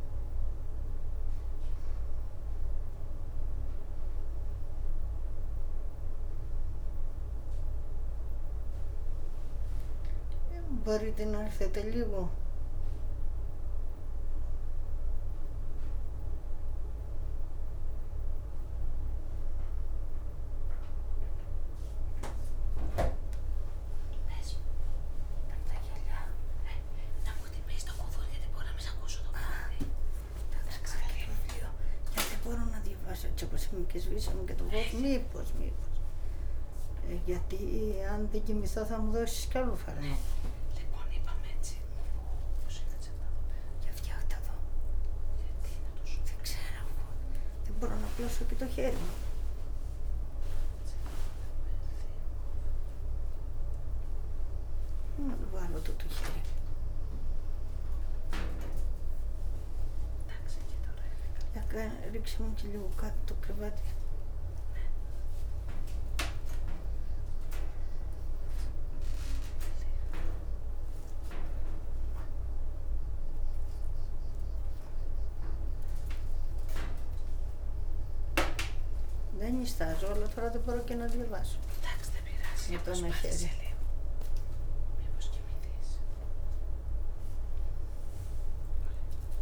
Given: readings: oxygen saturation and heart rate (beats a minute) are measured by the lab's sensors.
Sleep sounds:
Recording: a person awake in a sleep study, by a room microphone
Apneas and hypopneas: none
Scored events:
8.00-10.50 s: leg movement (device-marked)
16.00-89.42 s: new sleep stage, awake
33.50-37.50 s: snoring (device-marked)
79.50-83.00 s: snoring (device-marked)
From the record:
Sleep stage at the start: N2 (light sleep)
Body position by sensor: on the back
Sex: female

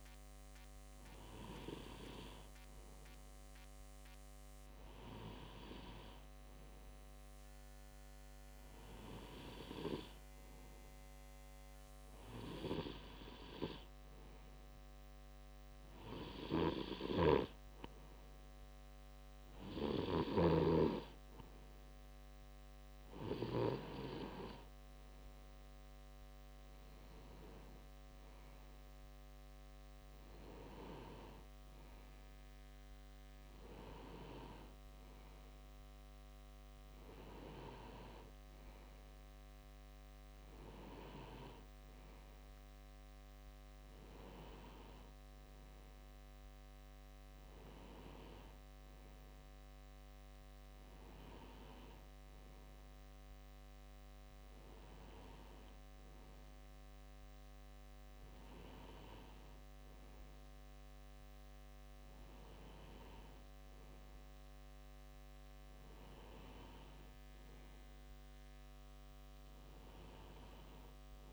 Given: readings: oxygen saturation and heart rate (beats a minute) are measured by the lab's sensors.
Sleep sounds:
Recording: breathing in sleep by a microphone on the trachea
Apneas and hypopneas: none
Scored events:
1.00-8.00 s: bradycardia (device-marked, heart rate 61 before, 59 extreme)
17.50-21.00 s: snoring (device-marked)
From the record:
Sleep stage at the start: N2 (light sleep)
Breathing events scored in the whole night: 118 in 4.5 hours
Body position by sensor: on the left side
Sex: male

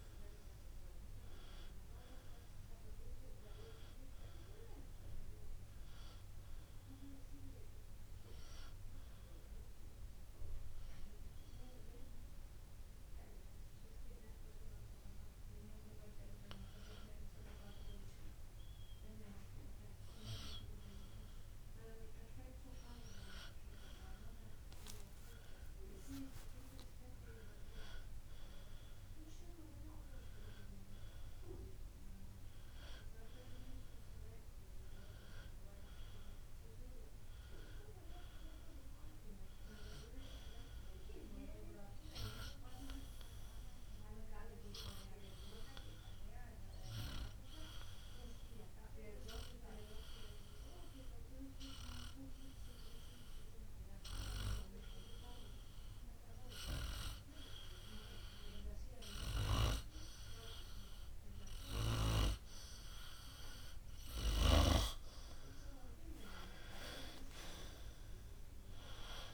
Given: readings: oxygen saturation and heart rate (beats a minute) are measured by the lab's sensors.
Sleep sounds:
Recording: breathing in sleep by a room microphone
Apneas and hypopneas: 2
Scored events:
9.50-23.50 s: obstructive apnea (oxygen 96% before, 93% lowest, heart rate 62 before, 57 extreme, up 2 after)
26.00-29.50 s: arousal
41.00-63.00 s: obstructive apnea (oxygen 98% before, 93% lowest, heart rate 58 before, 52 extreme, up 3 after)
65.50-68.50 s: arousal
From the record:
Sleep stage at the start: N2 (light sleep)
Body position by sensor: on the right side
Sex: male

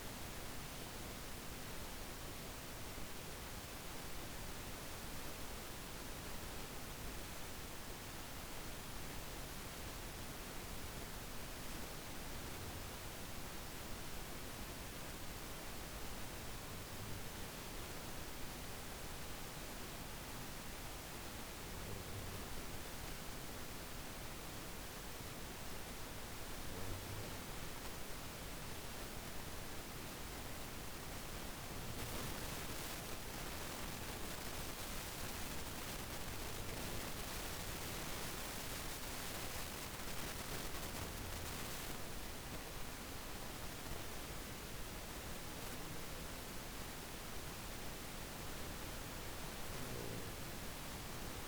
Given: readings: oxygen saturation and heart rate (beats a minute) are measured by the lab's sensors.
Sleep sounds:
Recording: breathing in sleep, hard to hear, by a microphone on the trachea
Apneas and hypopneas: 1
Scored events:
0.50-11.50 s: hypopnea (oxygen 96% before, 94% lowest, heart rate 54 before, 54 extreme, up 2 after)
13.50-17.50 s: arousal
49.50-51.48 s: snoring (device-marked)
From the record:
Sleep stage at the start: N2 (light sleep)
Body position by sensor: on the back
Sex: male

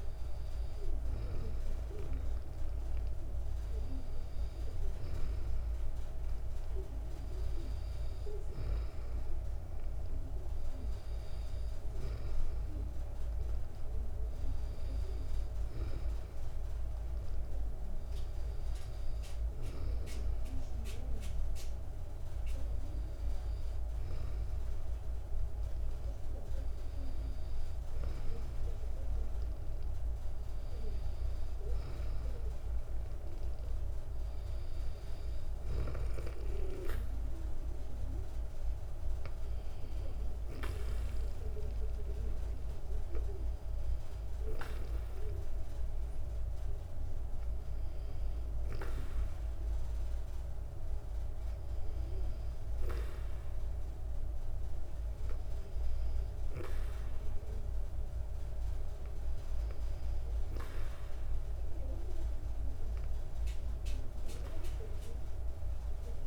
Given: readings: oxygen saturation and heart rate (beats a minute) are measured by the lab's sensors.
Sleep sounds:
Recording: breathing in sleep by a room microphone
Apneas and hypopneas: none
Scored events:
none scored
From the record:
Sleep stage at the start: N2 (light sleep)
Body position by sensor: on the back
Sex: female

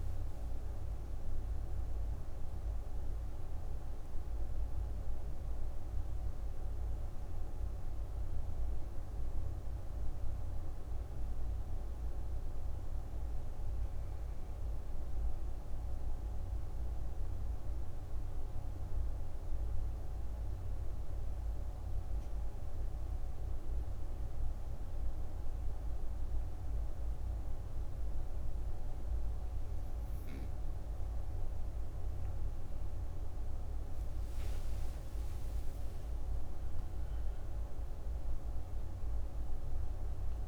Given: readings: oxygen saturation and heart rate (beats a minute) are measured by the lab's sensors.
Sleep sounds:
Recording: breathing in sleep, hard to hear, by a room microphone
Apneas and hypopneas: 1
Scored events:
0.00-23.00 s: oxygen desaturation (device-marked, oxygen 87% lowest)
15.00-26.00 s: obstructive apnea (oxygen 97% before, 87% lowest, heart rate 69 before, 52 extreme, up 6 after)
33.00-38.00 s: arousal
From the record:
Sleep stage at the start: N2 (light sleep)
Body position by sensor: on the right side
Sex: female

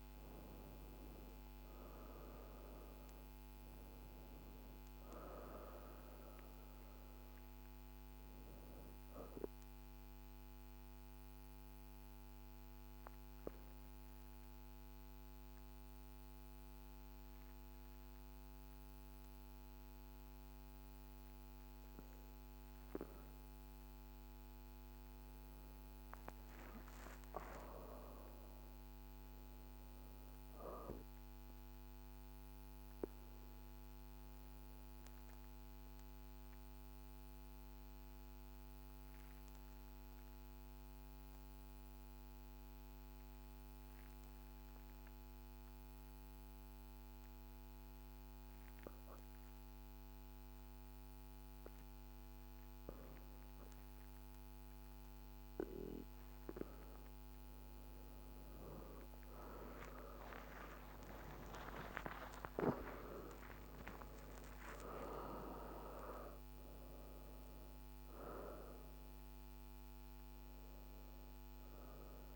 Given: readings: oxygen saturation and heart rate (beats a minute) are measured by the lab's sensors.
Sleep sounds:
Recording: breathing in sleep by a microphone on the trachea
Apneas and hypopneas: 2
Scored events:
0.00-6.50 s: oxygen desaturation (device-marked, oxygen 90% lowest, heart rate 51 extreme)
9.00-21.50 s: obstructive apnea (oxygen 94% before, 91% lowest, heart rate 57 before, 49 extreme, up 49 after)
24.50-29.50 s: arousal
34.50-54.50 s: obstructive apnea (oxygen 99% before, 83% lowest, heart rate 68 before, 49 extreme, up 42 after)
55.50-72.36 s: oxygen desaturation (device-marked, oxygen 98% before, 92% lowest, heart rate 51 before, 49 extreme)
58.00-61.50 s: arousal
From the record:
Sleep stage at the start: N2 (light sleep)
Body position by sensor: on the back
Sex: female

